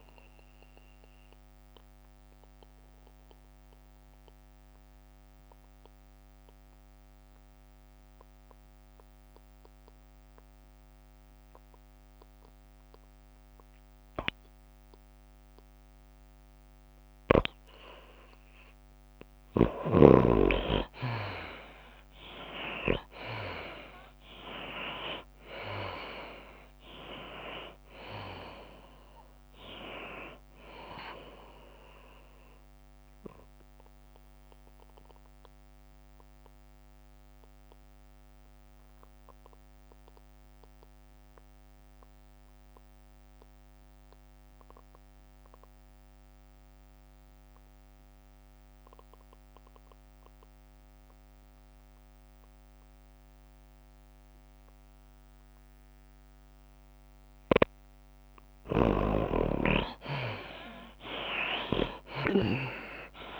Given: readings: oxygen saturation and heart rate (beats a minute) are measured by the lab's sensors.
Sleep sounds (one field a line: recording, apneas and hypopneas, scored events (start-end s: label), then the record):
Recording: breathing in sleep by a microphone on the trachea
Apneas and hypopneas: 2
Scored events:
0.00-7.00 s: drop in pulse transit time (device-marked, heart rate 94 extreme)
0.00-11.00 s: oxygen desaturation (device-marked, oxygen 77% lowest, heart rate 89 extreme)
2.50-19.00 s: obstructive apnea (oxygen 97% before, 75% lowest, heart rate 95 before, 89 extreme, up 7 after)
20.00-46.00 s: oxygen desaturation (device-marked, oxygen 96% before, 80% lowest, heart rate 93 before, 71 extreme)
21.00-26.00 s: arousal
27.00-42.00 s: drop in pulse transit time (device-marked, heart rate 91 before, 93 extreme)
35.00-58.50 s: obstructive apnea (oxygen 96% before, 75% lowest, heart rate 94 before, 71 extreme, up 9 after)
52.00-63.40 s: oxygen desaturation (device-marked, oxygen 96% before, 75% lowest, heart rate 93 before, 71 extreme)
62.00-63.40 s: arousal
From the record:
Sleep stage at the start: N2 (light sleep)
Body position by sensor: on the back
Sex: female